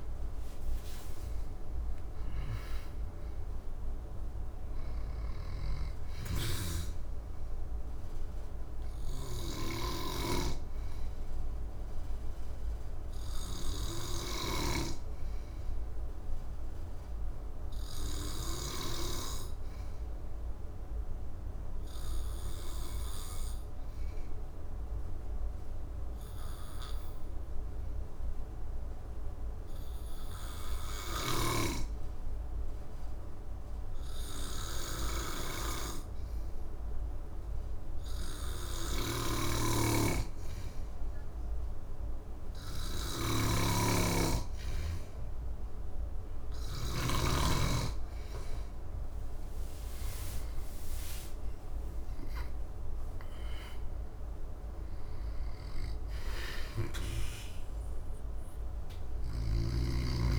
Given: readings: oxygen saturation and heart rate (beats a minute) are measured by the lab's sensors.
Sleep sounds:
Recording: breathing in sleep by a room microphone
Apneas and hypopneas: 1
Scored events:
0.00-1.00 s: arousal
0.00-17.00 s: oxygen desaturation (device-marked, oxygen 96% before, 93% lowest, heart rate 63 before, 61 extreme)
4.50-14.50 s: snoring (device-marked)
6.00-48.50 s: obstructive apnea (oxygen 97% before, 93% lowest, heart rate 66 before, 60 extreme, up 12 after)
38.50-50.00 s: snoring (device-marked)
40.00-60.39 s: oxygen desaturation (device-marked, oxygen 99% before, 93% lowest, heart rate 63 before, 60 extreme)
49.50-54.00 s: arousal
59.00-60.39 s: snoring (device-marked)
From the record:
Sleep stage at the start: N2 (light sleep)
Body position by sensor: on the back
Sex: male

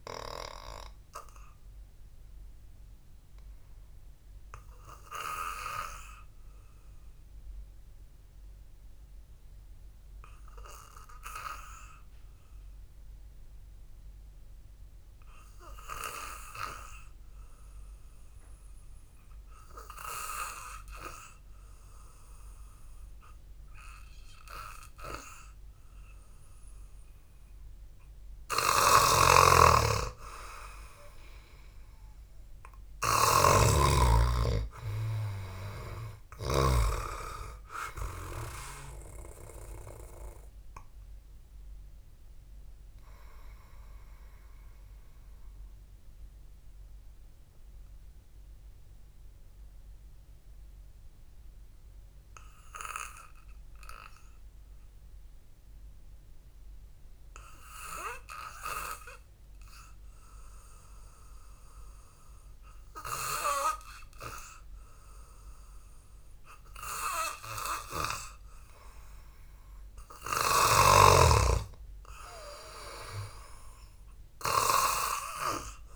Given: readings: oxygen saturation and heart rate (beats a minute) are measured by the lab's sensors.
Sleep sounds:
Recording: breathing in sleep by a room microphone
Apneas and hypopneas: 2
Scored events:
2.50-28.00 s: hypopnea (oxygen 99% before, 93% lowest, heart rate 58 before, 51 extreme)
29.00-37.00 s: snoring (device-marked)
32.50-37.00 s: arousal
45.50-61.00 s: obstructive apnea (oxygen 98% before, 92% lowest, heart rate 58 before, 52 extreme)
63.00-67.50 s: arousal
70.50-75.96 s: snoring (device-marked)
From the record:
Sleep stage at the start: N2 (light sleep)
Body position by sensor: on the back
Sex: male

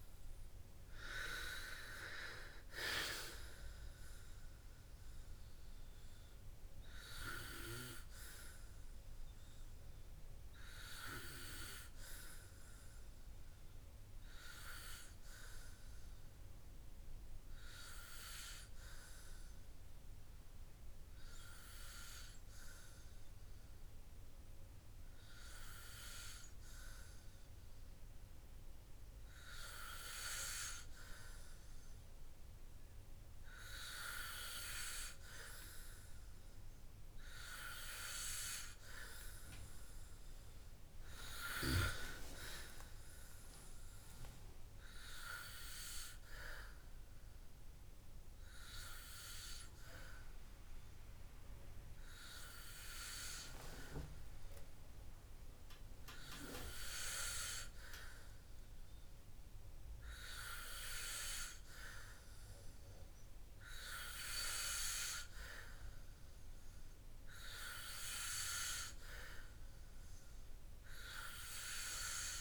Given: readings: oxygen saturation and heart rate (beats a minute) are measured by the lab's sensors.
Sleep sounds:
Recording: breathing in sleep by a room microphone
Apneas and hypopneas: 1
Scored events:
15.00-26.50 s: hypopnea (oxygen 95% before, 94% lowest, heart rate 66 before, 55 extreme, up 5 after)
28.50-32.00 s: arousal
From the record:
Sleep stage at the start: N2 (light sleep)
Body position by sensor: on the back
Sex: male

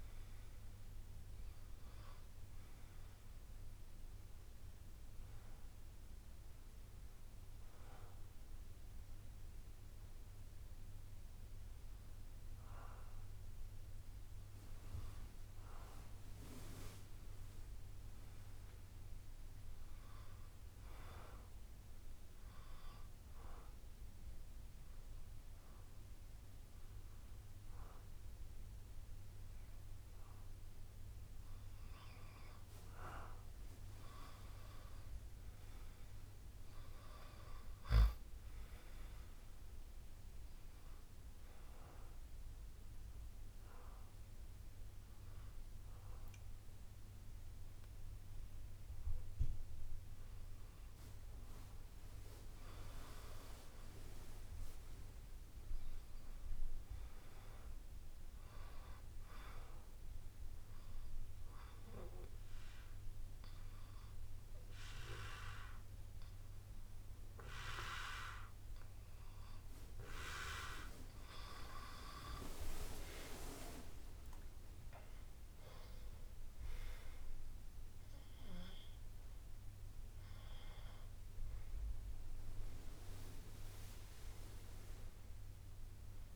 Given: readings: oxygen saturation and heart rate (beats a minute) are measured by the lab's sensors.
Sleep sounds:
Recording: breathing in sleep by a room microphone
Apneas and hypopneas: 3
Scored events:
0.00-1.50 s: arousal
2.00-17.00 s: oxygen desaturation (device-marked, oxygen 98% before, 94% lowest, heart rate 66 before, 62 extreme)
14.00-24.00 s: drop in pulse transit time (device-marked, heart rate 64 before, 62 extreme)
21.50-31.50 s: hypopnea (oxygen 98% before, 94% lowest, heart rate 64 before, 62 extreme, up 10 after)
34.00-38.00 s: arousal
37.00-47.00 s: drop in pulse transit time (device-marked, heart rate 66 before, 65 extreme)
42.50-52.50 s: hypopnea (oxygen 97% before, 93% lowest, heart rate 67 before, 62 extreme, up 8 after)
53.50-57.00 s: arousal
60.50-70.50 s: hypopnea (oxygen 97% before, 93% lowest, heart rate 67 before, 62 extreme, up 19 after)
68.00-79.00 s: oxygen desaturation (device-marked, oxygen 98% before, 95% lowest, heart rate 66 before, 61 extreme)
69.50-71.50 s: long interval between heartbeats (device-marked, heart rate 66 before, 74 extreme)
72.00-76.00 s: arousal
75.00-86.36 s: drop in pulse transit time (device-marked, heart rate 70 before, 62 extreme)
From the record:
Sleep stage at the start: N2 (light sleep)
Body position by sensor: on the back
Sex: male

